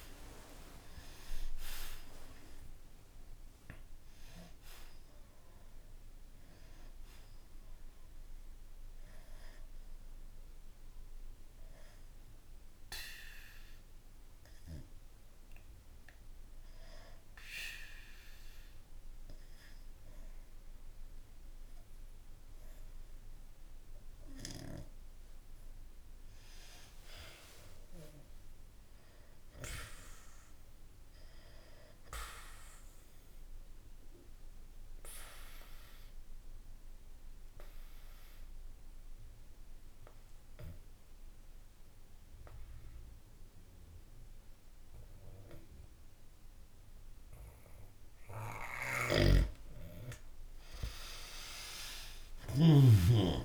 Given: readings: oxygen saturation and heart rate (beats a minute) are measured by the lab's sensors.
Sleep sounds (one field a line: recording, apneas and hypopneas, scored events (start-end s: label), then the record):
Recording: breathing in sleep by a room microphone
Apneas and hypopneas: 2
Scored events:
0.00-23.00 s: oxygen desaturation (device-marked, oxygen 97% before, 90% lowest, heart rate 64 before, 63 extreme)
8.50-23.50 s: obstructive apnea (oxygen 98% before, 90% lowest, heart rate 68 before, 63 extreme, up 1 after)
25.50-29.00 s: arousal
33.00-48.50 s: obstructive apnea (oxygen 98% before, 92% lowest, heart rate 66 before, 64 extreme, up 2 after)
49.00-52.50 s: snoring (device-marked)
50.50-53.45 s: arousal
From the record:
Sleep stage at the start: N2 (light sleep)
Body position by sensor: on the back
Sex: male